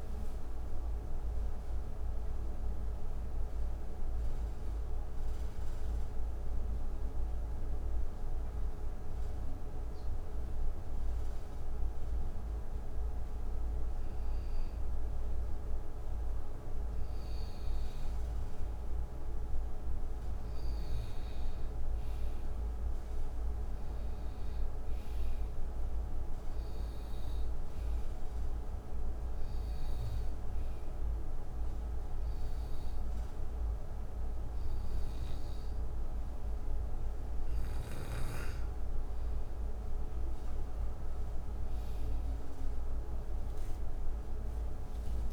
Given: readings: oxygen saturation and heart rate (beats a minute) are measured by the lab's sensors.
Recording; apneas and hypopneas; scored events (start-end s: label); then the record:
breathing in sleep, hard to hear, by a room microphone; 1
2.00-21.50 s: hypopnea (oxygen 100% before, 90% lowest, heart rate 74 before, 58 extreme, up 8 after)
20.00-40.00 s: oxygen desaturation (device-marked, oxygen 98% before, 92% lowest, heart rate 69 before, 60 extreme)
23.00-26.50 s: arousal
30.00-45.33 s: new sleep stage, N2 (light sleep)
42.00-45.33 s: oxygen desaturation (device-marked, oxygen 93% before, 90% lowest, heart rate 66 before, 60 extreme)
43.50-45.33 s: arousal
From the record:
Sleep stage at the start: N1 (lightest sleep); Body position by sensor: on the back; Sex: male